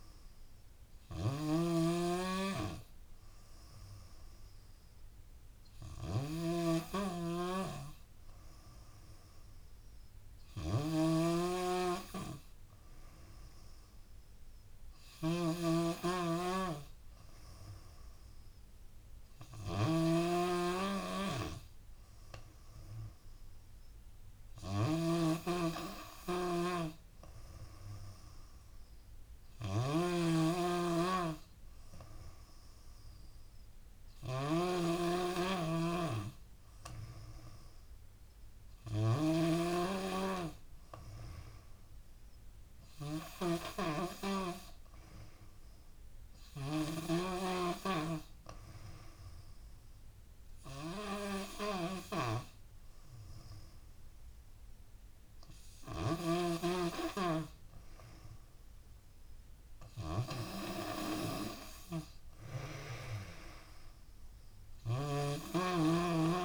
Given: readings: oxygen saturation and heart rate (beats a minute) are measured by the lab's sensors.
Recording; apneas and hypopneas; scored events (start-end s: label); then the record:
breathing in sleep by a room microphone; none
0.00-66.45 s: snoring (device-marked)
64.50-66.45 s: oxygen desaturation (device-marked, oxygen 94% before, 90% lowest, heart rate 83 before, 72 extreme)
From the record:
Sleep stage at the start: N2 (light sleep); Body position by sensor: on the back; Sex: female